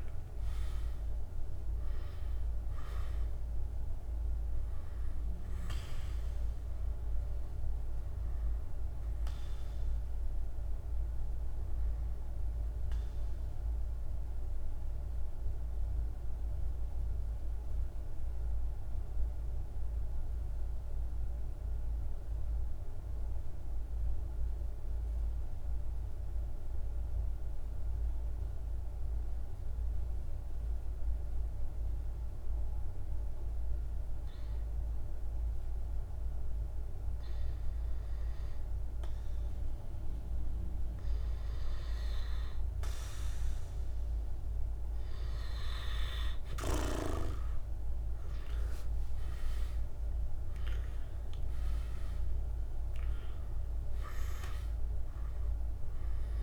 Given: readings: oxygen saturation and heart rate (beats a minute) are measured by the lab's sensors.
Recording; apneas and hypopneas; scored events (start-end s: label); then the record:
breathing in sleep, hard to hear, by a room microphone; 1
0.00-19.50 s: oxygen desaturation (device-marked, oxygen 89% lowest, heart rate 47 extreme)
12.50-40.50 s: mixed apnea (oxygen 96% before, 89% lowest, heart rate 60 before, 47 extreme, up 1 after)
40.50-56.43 s: oxygen desaturation (device-marked, oxygen 98% before, 89% lowest, heart rate 49 before, 46 extreme)
46.00-50.00 s: arousal
From the record:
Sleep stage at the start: N2 (light sleep); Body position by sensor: on the back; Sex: male